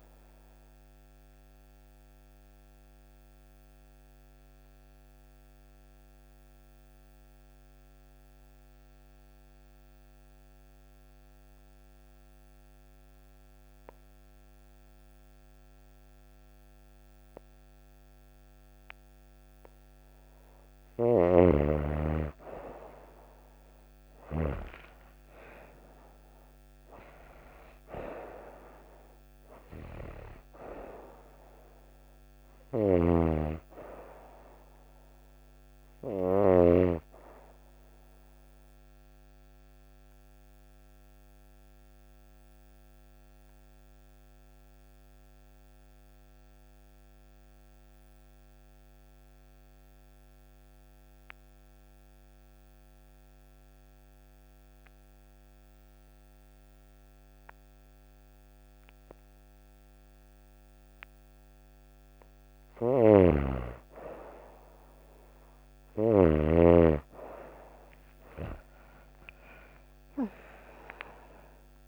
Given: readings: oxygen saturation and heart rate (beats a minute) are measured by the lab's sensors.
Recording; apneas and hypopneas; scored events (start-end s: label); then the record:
breathing in sleep by a microphone on the trachea; 2
1.00-20.50 s: obstructive apnea (oxygen 95% before, 88% lowest)
21.00-24.50 s: snoring (device-marked)
24.50-51.50 s: oxygen desaturation (device-marked, oxygen 96% before, 88% lowest)
25.00-29.50 s: arousal
32.50-36.50 s: snoring (device-marked)
37.50-60.50 s: obstructive apnea (oxygen 96% before, 88% lowest)
61.50-71.88 s: oxygen desaturation (device-marked, oxygen 98% before, 92% lowest)
63.00-66.50 s: snoring (device-marked)
68.50-71.88 s: arousal
From the record:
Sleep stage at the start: N2 (light sleep); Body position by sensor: on the right side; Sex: female